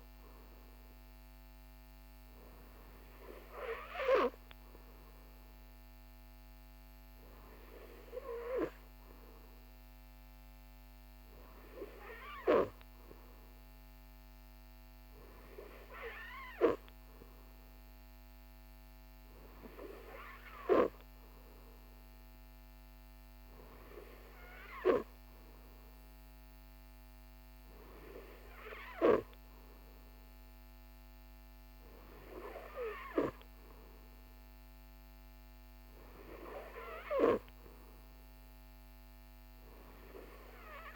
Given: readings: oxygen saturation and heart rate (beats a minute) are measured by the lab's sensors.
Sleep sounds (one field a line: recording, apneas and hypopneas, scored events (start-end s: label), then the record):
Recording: breathing in sleep by a microphone on the trachea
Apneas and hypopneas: none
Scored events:
none scored
From the record:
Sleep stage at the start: N3 (deep sleep)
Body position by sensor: on the right side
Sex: male